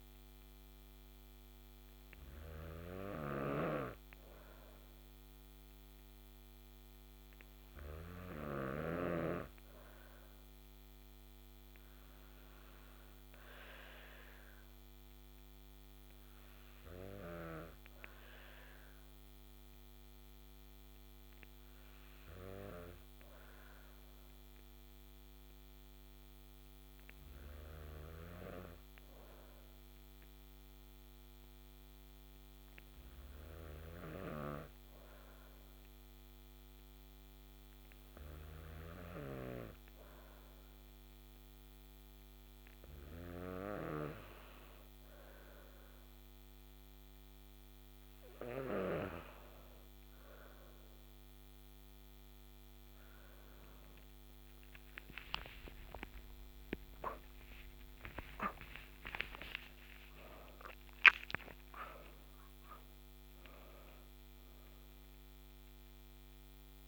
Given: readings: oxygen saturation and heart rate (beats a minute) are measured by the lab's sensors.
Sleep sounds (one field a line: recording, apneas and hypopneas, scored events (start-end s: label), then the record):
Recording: breathing in sleep by a microphone on the trachea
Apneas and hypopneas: none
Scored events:
0.00-9.00 s: snoring (device-marked)
55.00-59.00 s: arousal
From the record:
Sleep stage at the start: N2 (light sleep)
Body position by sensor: on the back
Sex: female